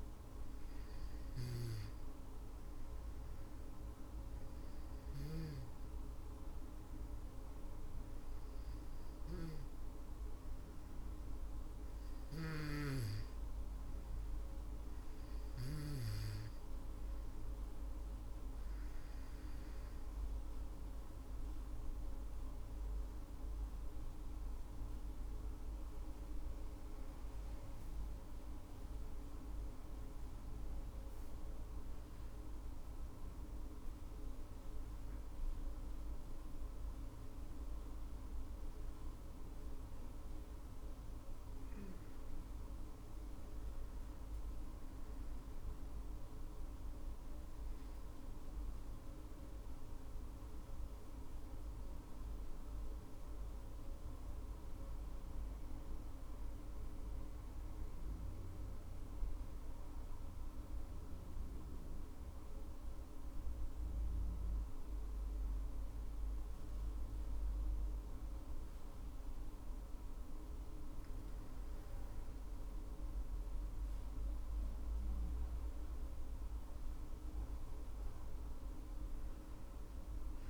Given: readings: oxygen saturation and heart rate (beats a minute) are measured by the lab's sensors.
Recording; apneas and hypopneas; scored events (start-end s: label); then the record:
a person partly awake in a sleep study, hard to hear, by a room microphone; 2
2.50-16.00 s: hypopnea (oxygen 97% before, 96% lowest, heart rate 63 before, 52 extreme, up 20 after)
18.00-48.00 s: new sleep stage, awake
48.00-80.50 s: new sleep stage, N2 (light sleep)
49.50-70.00 s: obstructive apnea (oxygen 99% before, 94% lowest, heart rate 67 before, 51 extreme, up 22 after)
63.00-80.50 s: oxygen desaturation (device-marked, oxygen 99% before, 94% lowest, heart rate 55 before, 51 extreme)
71.00-74.00 s: arousal
From the record:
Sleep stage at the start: N2 (light sleep); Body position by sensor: on the back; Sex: female